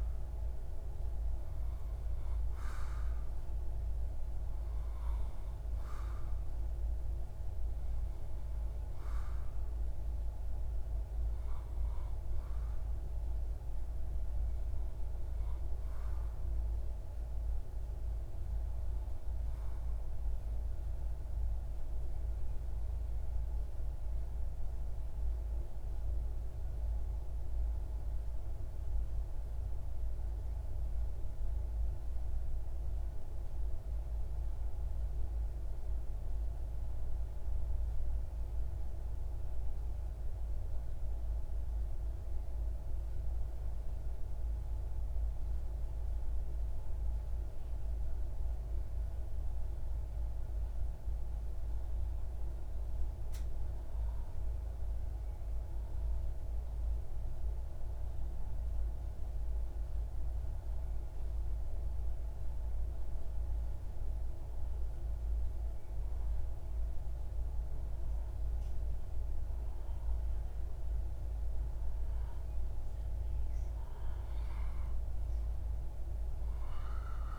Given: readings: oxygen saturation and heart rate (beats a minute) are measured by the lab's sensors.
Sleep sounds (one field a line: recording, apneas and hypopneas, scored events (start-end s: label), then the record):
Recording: breathing in sleep, hard to hear, by a room microphone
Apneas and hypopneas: 1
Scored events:
27.50-71.50 s: obstructive apnea (oxygen 97% before, 91% lowest)
75.00-77.39 s: arousal
From the record:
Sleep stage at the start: REM sleep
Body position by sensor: on the back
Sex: male